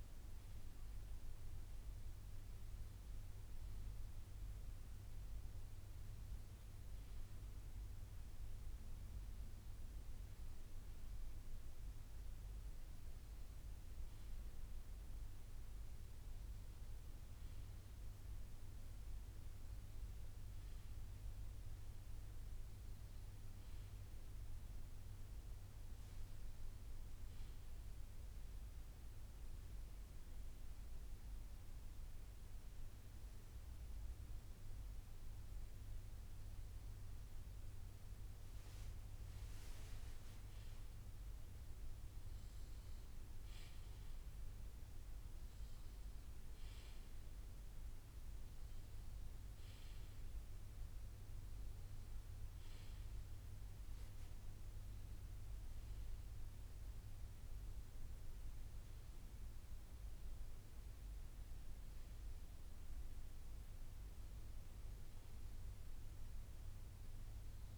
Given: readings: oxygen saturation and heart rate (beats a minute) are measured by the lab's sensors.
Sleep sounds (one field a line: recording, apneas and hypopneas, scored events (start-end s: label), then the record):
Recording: breathing in sleep, hard to hear, by a room microphone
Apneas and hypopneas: 1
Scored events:
11.00-13.00 s: bradycardia (device-marked, heart rate 60 before, 60 extreme)
20.00-24.50 s: arousal
22.00-24.00 s: bradycardia (device-marked, heart rate 60 before, 60 extreme)
29.00-37.00 s: bradycardia (device-marked, heart rate 60 before, 57 extreme)
29.00-39.50 s: hypopnea (oxygen 96% before, 94% lowest, heart rate 60 before, 57 extreme, up 4 after)
43.00-48.00 s: arousal
45.00-62.00 s: bradycardia (device-marked, heart rate 60 before, 58 extreme)
From the record:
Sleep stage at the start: N1 (lightest sleep)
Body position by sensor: on the left side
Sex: male